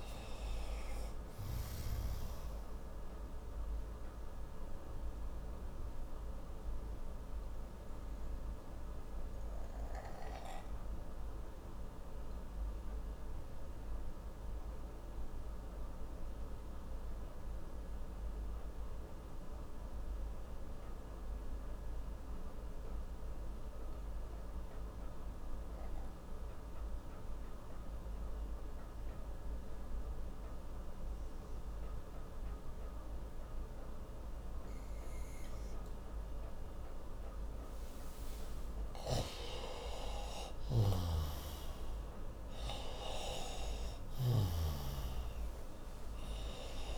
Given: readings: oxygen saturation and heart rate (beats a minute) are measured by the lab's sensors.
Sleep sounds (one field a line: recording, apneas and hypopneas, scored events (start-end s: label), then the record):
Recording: breathing in sleep by a room microphone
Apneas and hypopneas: 1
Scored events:
4.00-23.00 s: oxygen desaturation (device-marked, oxygen 96% before, 91% lowest)
4.00-38.00 s: obstructive apnea (oxygen 97% before, 88% lowest)
36.00-46.98 s: oxygen desaturation (device-marked, oxygen 97% before, 88% lowest)
40.00-44.50 s: arousal
From the record:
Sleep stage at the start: N2 (light sleep)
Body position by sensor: on the right side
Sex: male